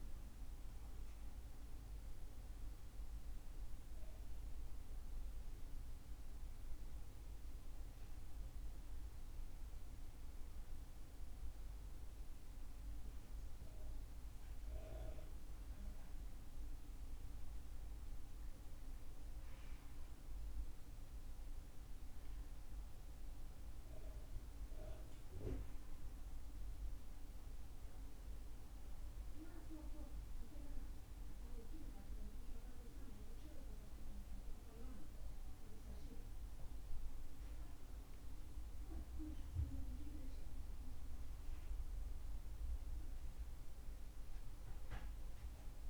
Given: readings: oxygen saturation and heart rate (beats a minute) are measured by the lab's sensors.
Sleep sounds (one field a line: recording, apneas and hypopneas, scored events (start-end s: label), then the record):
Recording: breathing in sleep by a room microphone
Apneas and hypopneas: none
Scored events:
none scored
From the record:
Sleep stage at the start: N2 (light sleep)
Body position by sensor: on the back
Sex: male